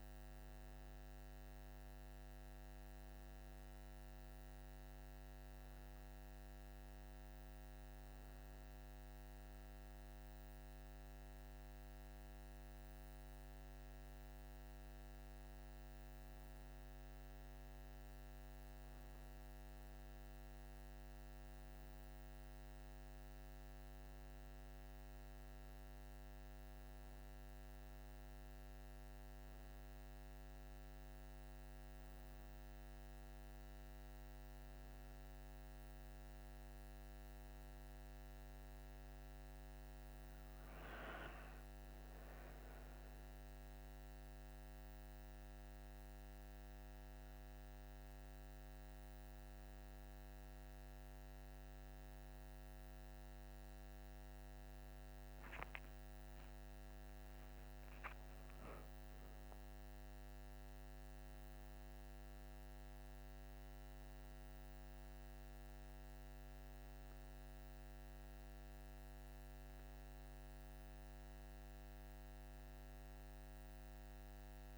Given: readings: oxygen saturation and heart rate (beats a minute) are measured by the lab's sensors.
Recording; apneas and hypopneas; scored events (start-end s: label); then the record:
breathing in sleep, hard to hear, by a microphone on the trachea; none
56.50-60.50 s: arousal
From the record:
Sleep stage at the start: N1 (lightest sleep); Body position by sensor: on the back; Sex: female